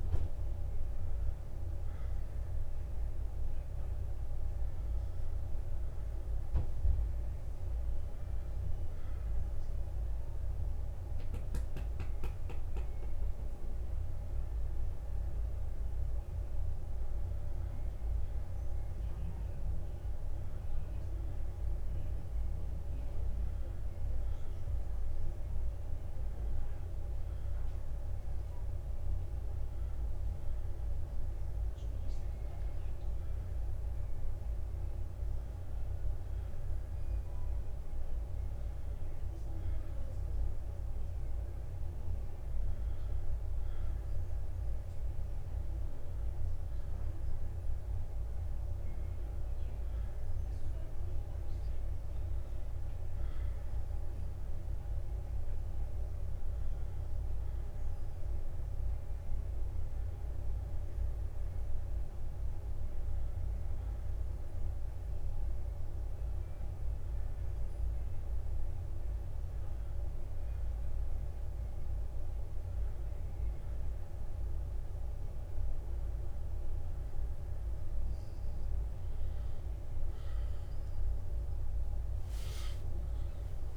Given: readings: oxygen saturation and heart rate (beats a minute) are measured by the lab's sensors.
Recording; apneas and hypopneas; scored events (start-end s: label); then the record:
a person awake in a sleep study, hard to hear, by a room microphone; none
13.00-15.00 s: long interval between heartbeats (device-marked, heart rate 71 before, 61 extreme)
15.50-17.50 s: long interval between heartbeats (device-marked, heart rate 71 before, 84 extreme)
31.50-33.50 s: long interval between heartbeats (device-marked, heart rate 66 before, 68 extreme)
40.50-42.50 s: long interval between heartbeats (device-marked, heart rate 65 before, 83 extreme)
43.00-45.00 s: long interval between heartbeats (device-marked, heart rate 67 before, 88 extreme)
52.00-54.00 s: long interval between heartbeats (device-marked, heart rate 74 before, 58 extreme)
54.00-56.00 s: long interval between heartbeats (device-marked, heart rate 74 before, 70 extreme)
56.00-58.00 s: long interval between heartbeats (device-marked, heart rate 74 before, 80 extreme)
68.00-70.00 s: long interval between heartbeats (device-marked, heart rate 66 before, 64 extreme)
70.00-72.00 s: long interval between heartbeats (device-marked, heart rate 66 before, 73 extreme)
72.00-74.00 s: long interval between heartbeats (device-marked, heart rate 68 before, 84 extreme)
75.00-77.00 s: long interval between heartbeats (device-marked, heart rate 71 before, 90 extreme)
77.00-79.00 s: long interval between heartbeats (device-marked, heart rate 73 before, 77 extreme)
From the record:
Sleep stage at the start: awake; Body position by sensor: on the back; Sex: male